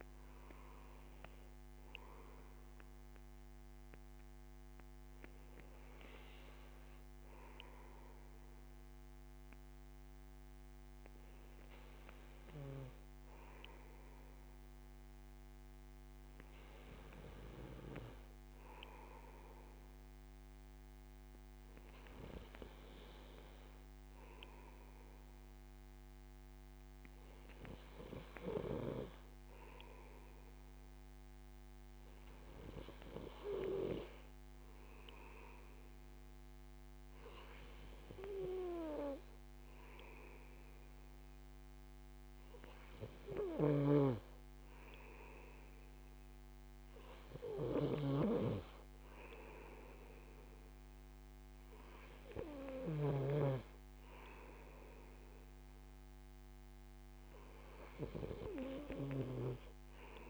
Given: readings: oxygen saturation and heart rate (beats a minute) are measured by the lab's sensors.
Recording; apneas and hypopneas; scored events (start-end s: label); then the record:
breathing in sleep by a microphone on the trachea; none
none scored
From the record:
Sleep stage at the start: N2 (light sleep); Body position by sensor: on the right side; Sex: male